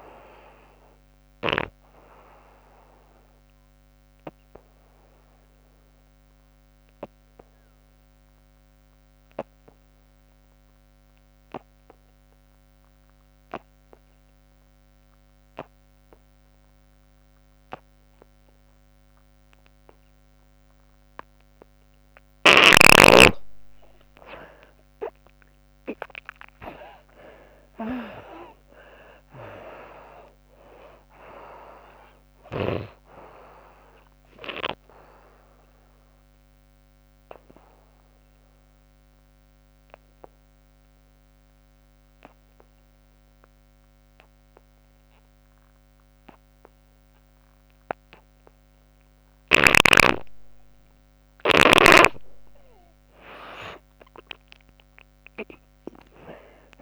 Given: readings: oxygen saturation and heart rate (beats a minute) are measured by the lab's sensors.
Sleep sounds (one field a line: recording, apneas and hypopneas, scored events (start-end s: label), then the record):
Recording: breathing in sleep by a microphone on the trachea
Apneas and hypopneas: 2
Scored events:
0.00-18.50 s: oxygen desaturation (device-marked, oxygen 77% lowest, heart rate 68 extreme)
1.50-20.00 s: obstructive apnea (oxygen 96% before, 73% lowest, heart rate 78 before, 67 extreme, up 15 after)
24.50-27.50 s: arousal
28.50-46.50 s: oxygen desaturation (device-marked, oxygen 97% before, 73% lowest, heart rate 73 before, 65 extreme)
34.50-52.50 s: obstructive apnea (oxygen 97% before, 72% lowest, heart rate 79 before, 65 extreme, up 38 after)
54.50-56.81 s: arousal
From the record:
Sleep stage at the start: N2 (light sleep)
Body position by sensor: on the back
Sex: female